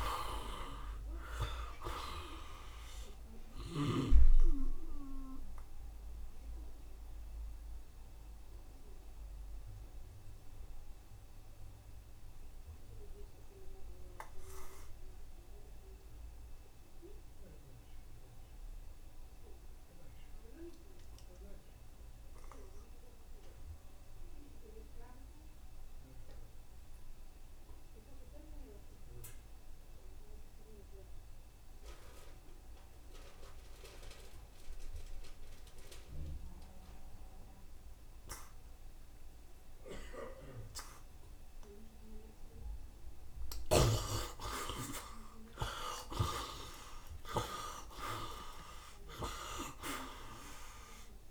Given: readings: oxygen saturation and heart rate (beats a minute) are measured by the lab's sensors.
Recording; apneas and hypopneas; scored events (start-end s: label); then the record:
breathing in sleep by a room microphone; 1
0.00-4.50 s: snoring (device-marked)
0.00-14.50 s: oxygen desaturation (device-marked, oxygen 53% lowest, heart rate 71 extreme)
6.00-42.00 s: mixed apnea (oxygen 68% before, 53% lowest, heart rate 77 before, 71 extreme, up 14 after)
19.00-21.00 s: long interval between heartbeats (device-marked, heart rate 77 before, 71 extreme)
23.00-25.00 s: long interval between heartbeats (device-marked, heart rate 76 before, 78 extreme)
24.50-51.31 s: oxygen desaturation (device-marked, oxygen 84% before, 53% lowest, heart rate 76 before, 72 extreme)
45.00-49.50 s: arousal
46.00-48.00 s: long interval between heartbeats (device-marked, heart rate 76 before, 83 extreme)
From the record:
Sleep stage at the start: N2 (light sleep); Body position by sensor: on the right side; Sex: male